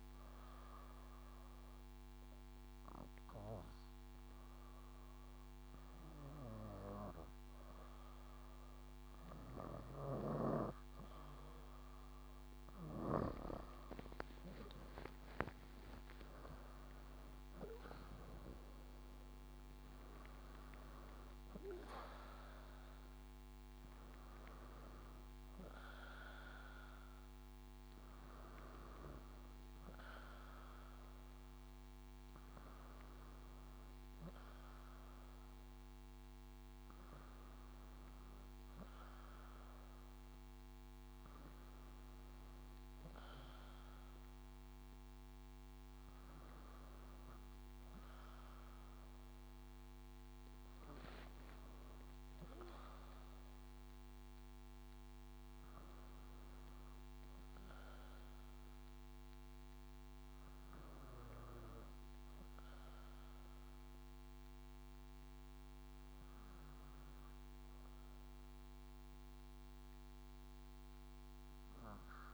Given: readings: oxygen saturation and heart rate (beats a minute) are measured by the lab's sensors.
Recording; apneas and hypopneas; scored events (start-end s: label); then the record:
breathing in sleep by a microphone on the trachea; none
0.00-8.50 s: drop in pulse transit time (device-marked, heart rate 63 extreme)
0.00-13.50 s: oxygen desaturation (device-marked, oxygen 91% lowest, heart rate 62 extreme)
9.50-13.00 s: snoring (device-marked)
12.50-17.00 s: arousal
13.00-17.00 s: leg movement (device-marked)
14.50-29.50 s: drop in pulse transit time (device-marked, heart rate 65 before, 68 extreme)
15.00-17.00 s: long interval between heartbeats (device-marked, heart rate 65 before, 79 extreme)
50.00-53.50 s: leg movement (device-marked)
54.50-72.34 s: new sleep stage, REM sleep
From the record:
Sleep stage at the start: N2 (light sleep); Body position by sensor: on the back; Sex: female